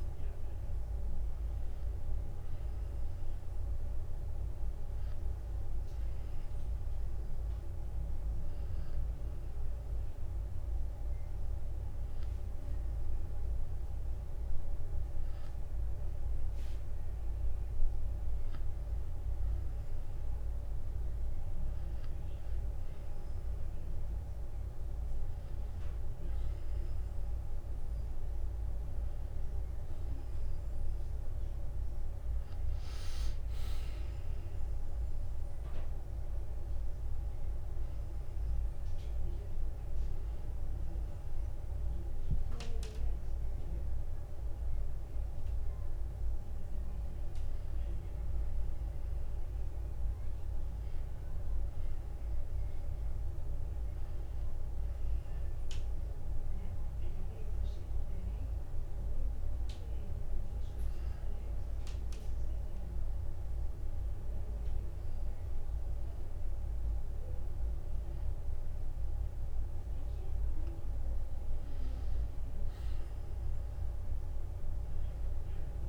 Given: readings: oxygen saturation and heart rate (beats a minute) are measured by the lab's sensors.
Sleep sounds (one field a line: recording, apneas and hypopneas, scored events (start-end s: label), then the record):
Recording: breathing in sleep, hard to hear, by a room microphone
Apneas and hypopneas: 1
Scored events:
30.00-47.00 s: oxygen desaturation (device-marked, oxygen 94% before, 91% lowest, heart rate 59 before, 44 extreme)
37.50-39.50 s: long interval between heartbeats (device-marked, heart rate 59 before, 56 extreme)
46.00-50.50 s: arousal
58.00-69.00 s: hypopnea (oxygen 94% before, 91% lowest, heart rate 55 before, 45 extreme, up 10 after)
68.00-70.00 s: long interval between heartbeats (device-marked, heart rate 55 before, 49 extreme)
71.00-75.00 s: arousal
From the record:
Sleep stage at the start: N2 (light sleep)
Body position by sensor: on the back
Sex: male